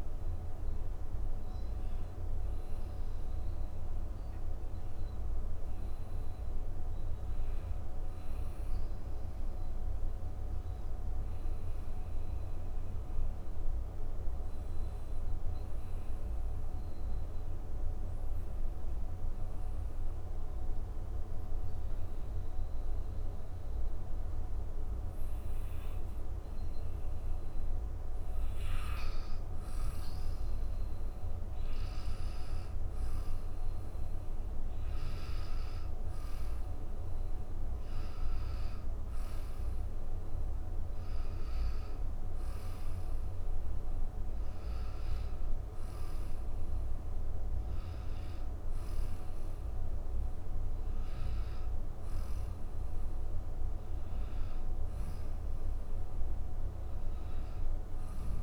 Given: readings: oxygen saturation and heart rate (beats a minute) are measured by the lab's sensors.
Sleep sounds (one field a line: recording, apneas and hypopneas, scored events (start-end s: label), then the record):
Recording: breathing in sleep, hard to hear, by a room microphone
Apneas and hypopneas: 1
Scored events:
6.00-9.00 s: arousal
12.00-27.50 s: obstructive apnea (oxygen 97% before, 93% lowest, heart rate 73 before, 68 extreme, up 40 after)
29.50-33.00 s: arousal
44.50-58.43 s: oxygen desaturation (device-marked, oxygen 96% before, 93% lowest, heart rate 135 before, 61 extreme)
From the record:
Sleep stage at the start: N1 (lightest sleep)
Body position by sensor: on the back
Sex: male